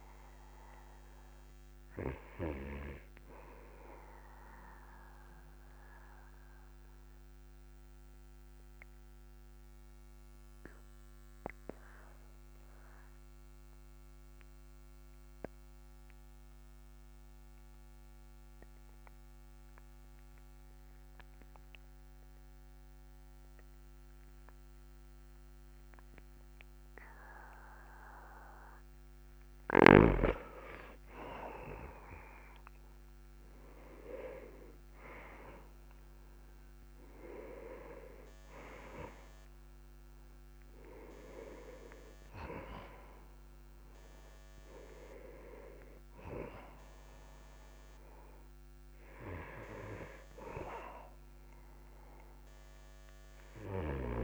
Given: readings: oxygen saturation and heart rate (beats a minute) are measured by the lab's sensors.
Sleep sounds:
breathing in sleep by a microphone on the trachea; 1
0.00-1.50 s: arousal
1.00-21.00 s: oxygen desaturation (device-marked, oxygen 98% before, 93% lowest, heart rate 48 before, 42 extreme)
5.50-29.50 s: obstructive apnea (oxygen 99% before, 93% lowest, heart rate 46 before, 42 extreme, up 1 after)
31.50-36.00 s: arousal
From the record:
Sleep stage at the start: N2 (light sleep); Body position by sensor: on the back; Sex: male

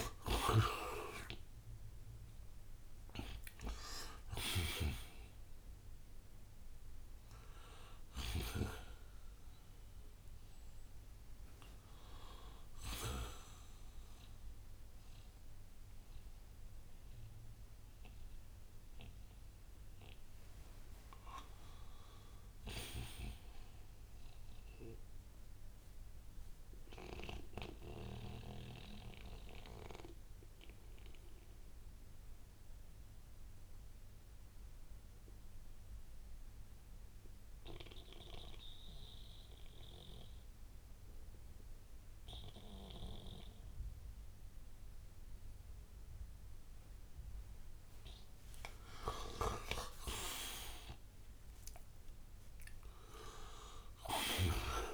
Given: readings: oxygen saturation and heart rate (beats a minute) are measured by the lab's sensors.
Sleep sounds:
breathing in sleep by a room microphone; 1
0.00-8.50 s: snoring (device-marked)
1.00-28.00 s: oxygen desaturation (device-marked, oxygen 95% before, 87% lowest, heart rate 70 before, 57 extreme)
5.00-35.00 s: new sleep stage, N1 (lightest sleep)
22.50-25.50 s: arousal
28.50-46.50 s: mixed apnea (oxygen 97% before, 88% lowest, heart rate 65 before, 57 extreme, up 17 after)
35.00-54.94 s: new sleep stage, N2 (light sleep)
49.00-54.00 s: arousal
From the record:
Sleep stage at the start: N2 (light sleep); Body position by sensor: on the right side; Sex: male

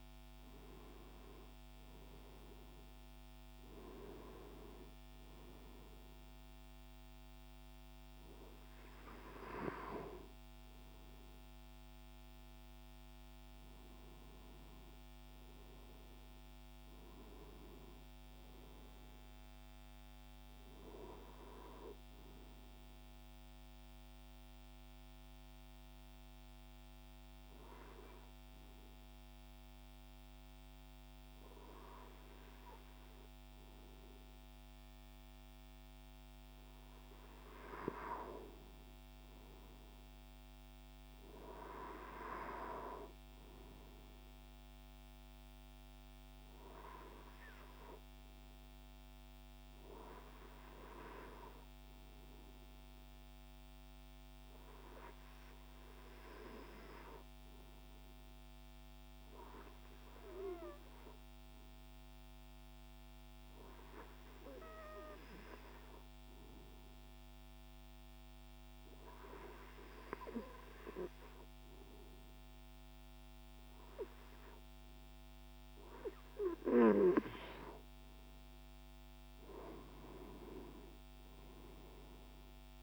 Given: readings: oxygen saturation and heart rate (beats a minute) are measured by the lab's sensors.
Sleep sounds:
breathing in sleep by a microphone on the trachea; 2
0.00-1.00 s: arousal
23.50-37.00 s: obstructive apnea (oxygen 98% before, 95% lowest, heart rate 75 before, 69 extreme, up 3 after)
38.00-41.50 s: arousal
52.00-78.00 s: obstructive apnea (oxygen 98% before, 95% lowest, heart rate 72 before, 70 extreme, up 3 after)
80.00-82.83 s: arousal
From the record:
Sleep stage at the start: N2 (light sleep); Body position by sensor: on the right side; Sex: male

